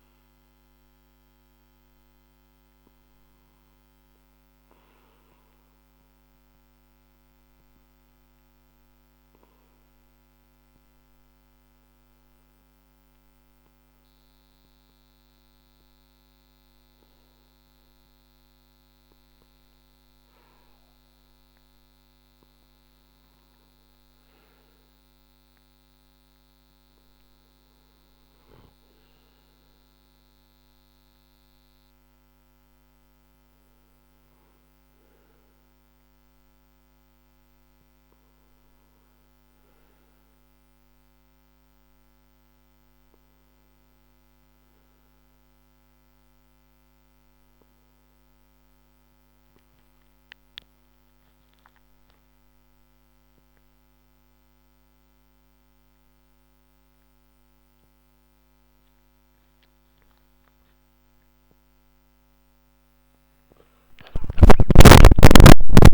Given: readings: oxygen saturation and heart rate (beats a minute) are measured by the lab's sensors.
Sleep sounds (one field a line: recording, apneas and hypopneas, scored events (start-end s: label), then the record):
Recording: a person partly awake in a sleep study, hard to hear, by a microphone on the trachea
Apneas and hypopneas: 2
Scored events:
8.50-19.50 s: obstructive apnea (oxygen 95% before, 95% lowest, heart rate 53 before, 49 extreme, up 6 after)
21.00-24.50 s: arousal
36.00-48.50 s: hypopnea (oxygen 96% before, 95% lowest, heart rate 52 before, 47 extreme, up 2 after)
36.00-65.94 s: new sleep stage, awake
From the record:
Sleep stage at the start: REM sleep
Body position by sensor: on the back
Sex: male